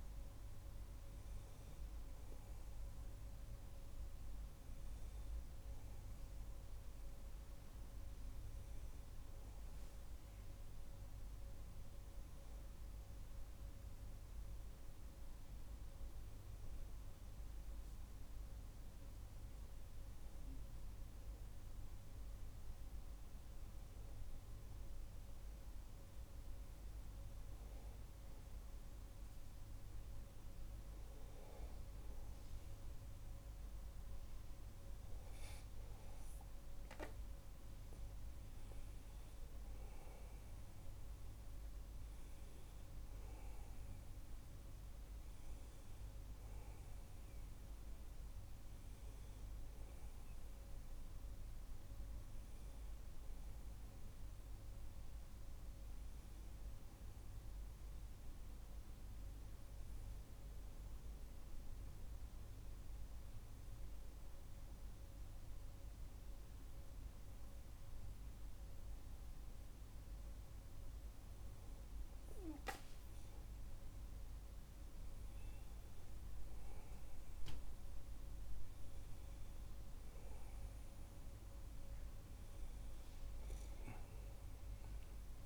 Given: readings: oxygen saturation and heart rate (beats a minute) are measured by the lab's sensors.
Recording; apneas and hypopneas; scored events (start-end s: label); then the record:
breathing in sleep, hard to hear, by a room microphone; 2
12.00-27.00 s: hypopnea (oxygen 97% before, 95% lowest, heart rate 57 before, 44 extreme, up 12 after)
31.00-35.50 s: arousal
61.00-73.00 s: hypopnea (oxygen 97% before, 95% lowest, heart rate 55 before, 49 extreme, up 7 after)
From the record:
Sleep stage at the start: N1 (lightest sleep); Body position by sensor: on the back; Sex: male